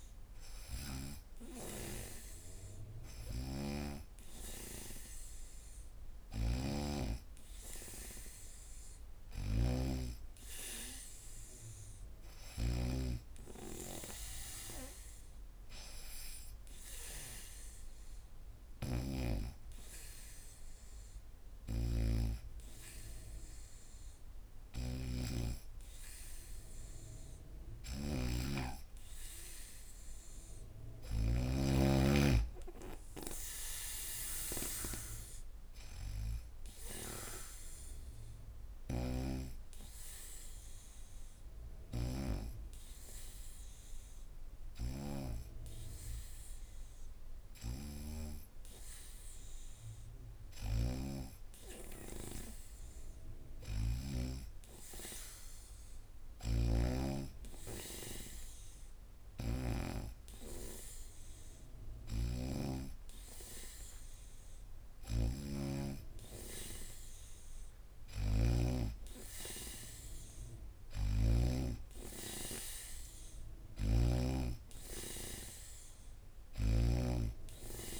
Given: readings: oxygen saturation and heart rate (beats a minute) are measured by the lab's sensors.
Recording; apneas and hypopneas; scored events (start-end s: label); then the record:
breathing in sleep by a room microphone; none
0.00-12.50 s: snoring (device-marked)
18.50-31.00 s: snoring (device-marked)
36.50-48.50 s: oxygen desaturation (device-marked, oxygen 94% before, 89% lowest, heart rate 77 before, 74 extreme)
56.00-59.50 s: snoring (device-marked)
61.50-68.50 s: snoring (device-marked)
70.50-74.00 s: snoring (device-marked)
76.00-78.00 s: snoring (device-marked)
From the record:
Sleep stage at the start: N2 (light sleep); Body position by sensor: on the back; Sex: female